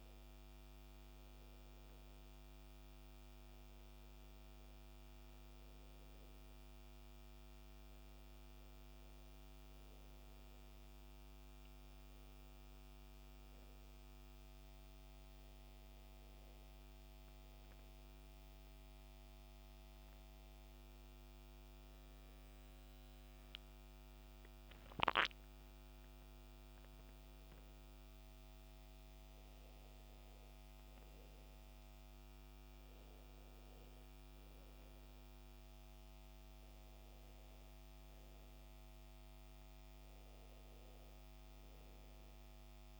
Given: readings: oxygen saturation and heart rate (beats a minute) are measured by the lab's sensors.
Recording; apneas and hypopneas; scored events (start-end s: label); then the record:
a person partly awake in a sleep study, hard to hear, by a microphone on the trachea; none
8.00-43.00 s: new sleep stage, N1 (lightest sleep)
From the record:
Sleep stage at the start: awake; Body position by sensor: on the back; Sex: male